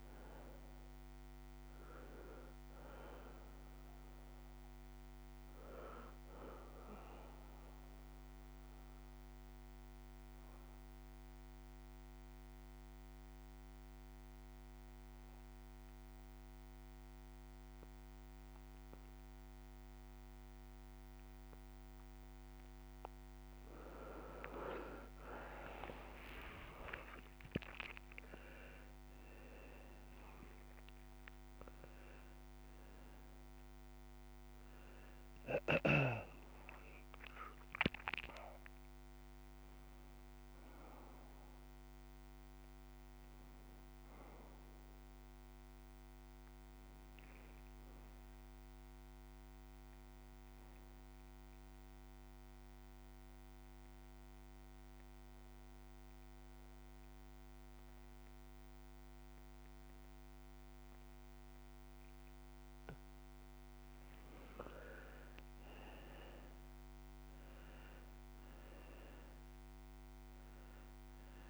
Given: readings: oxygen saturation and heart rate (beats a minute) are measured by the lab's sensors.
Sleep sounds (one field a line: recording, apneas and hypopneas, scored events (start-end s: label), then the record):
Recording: breathing in sleep by a microphone on the trachea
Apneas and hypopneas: 2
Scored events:
0.00-3.00 s: arousal
6.00-21.00 s: obstructive apnea (oxygen 98% before, 88% lowest)
6.50-18.50 s: oxygen desaturation (device-marked, oxygen 98% before, 92% lowest)
23.50-27.50 s: arousal
25.50-55.50 s: oxygen desaturation (device-marked, oxygen 96% before, 90% lowest)
47.50-50.00 s: arousal
52.00-62.50 s: obstructive apnea (oxygen 96% before, 88% lowest)
64.50-69.00 s: arousal
70.50-71.50 s: oxygen desaturation (device-marked, oxygen 98% before, 88% lowest)
From the record:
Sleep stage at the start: N2 (light sleep)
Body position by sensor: on the right side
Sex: male